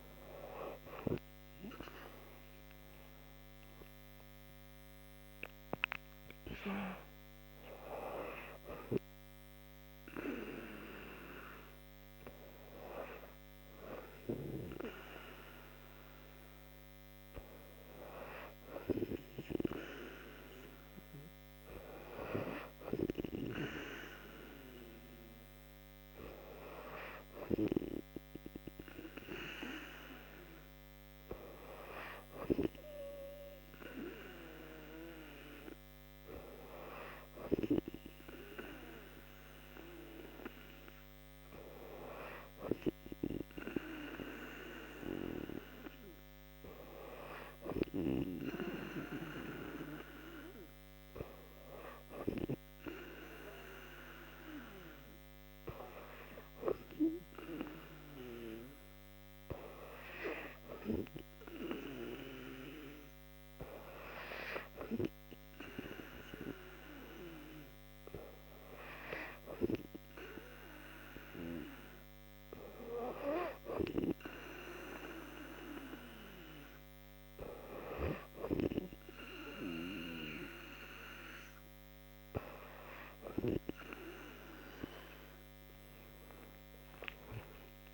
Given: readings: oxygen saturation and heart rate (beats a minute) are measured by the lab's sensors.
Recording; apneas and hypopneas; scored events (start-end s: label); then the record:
breathing in sleep by a microphone on the trachea; 1
0.00-3.00 s: oxygen desaturation (device-marked, oxygen 91% lowest, heart rate 71 extreme)
48.50-79.00 s: hypopnea (oxygen 97% before, 94% lowest, heart rate 72 before, 69 extreme, up 10 after)
86.00-87.94 s: arousal
From the record:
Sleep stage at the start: N2 (light sleep); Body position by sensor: on the back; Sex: female